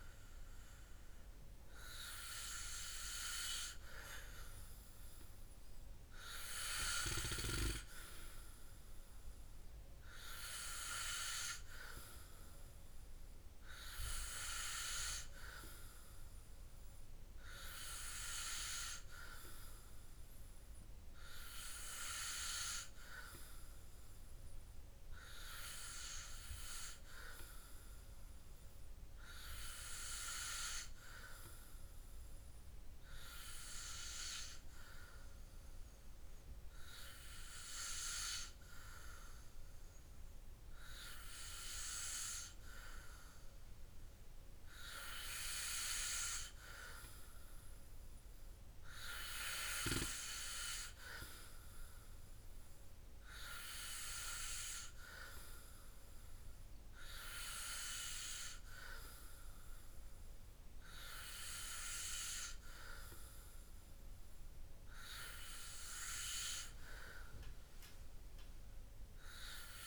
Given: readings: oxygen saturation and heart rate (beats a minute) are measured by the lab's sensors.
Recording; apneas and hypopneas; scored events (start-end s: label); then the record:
breathing in sleep by a room microphone; none
none scored
From the record:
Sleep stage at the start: N3 (deep sleep); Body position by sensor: on the back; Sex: male